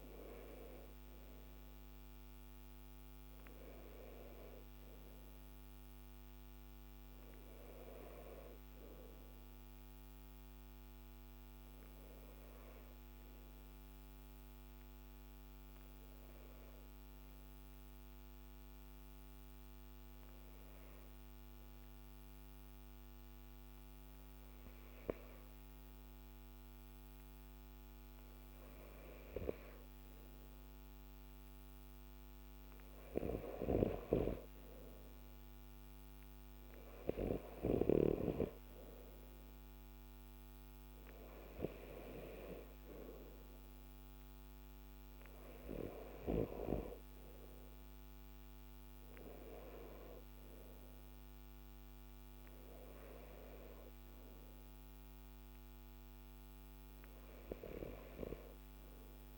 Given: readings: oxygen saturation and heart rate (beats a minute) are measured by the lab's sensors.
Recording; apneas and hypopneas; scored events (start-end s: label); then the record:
breathing in sleep by a microphone on the trachea; 1
13.50-29.50 s: hypopnea (oxygen 96% before, 93% lowest, heart rate 53 before, 52 extreme, up 0 after)
32.50-36.50 s: arousal
47.50-59.38 s: oxygen desaturation (device-marked, oxygen 97% before, 93% lowest, heart rate 53 before, 51 extreme)
From the record:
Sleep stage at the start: N2 (light sleep); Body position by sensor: on the left side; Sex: male